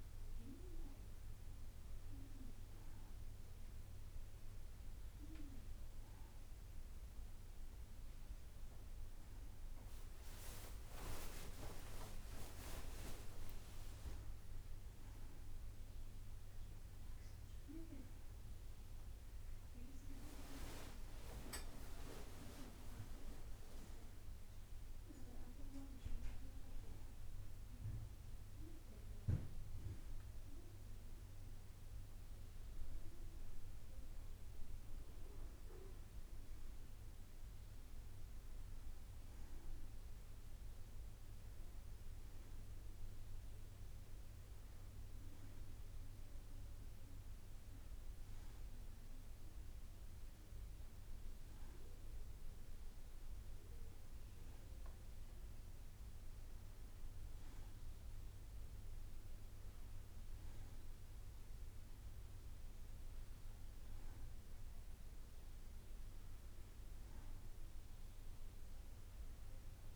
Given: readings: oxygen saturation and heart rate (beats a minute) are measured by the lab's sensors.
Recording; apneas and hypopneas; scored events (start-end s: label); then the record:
a person awake in a sleep study, by a room microphone; none
11.50-13.50 s: long interval between heartbeats (device-marked, heart rate 47 before, 30 extreme)
15.00-17.00 s: tachycardia (device-marked, heart rate 52 before, 150 extreme)
15.50-17.50 s: long interval between heartbeats (device-marked, heart rate 52 before, 146 extreme)
17.50-19.50 s: long interval between heartbeats (device-marked, heart rate 63 before, 140 extreme)
20.00-30.00 s: tachycardia (device-marked, heart rate 73 before, 120 extreme)
21.00-23.00 s: long interval between heartbeats (device-marked, heart rate 74 before, 83 extreme)
23.00-25.00 s: long interval between heartbeats (device-marked, heart rate 76 before, 108 extreme)
25.00-27.00 s: long interval between heartbeats (device-marked, heart rate 82 before, 117 extreme)
From the record:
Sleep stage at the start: awake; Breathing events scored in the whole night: 102 in 6.1 hours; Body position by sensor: on the back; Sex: female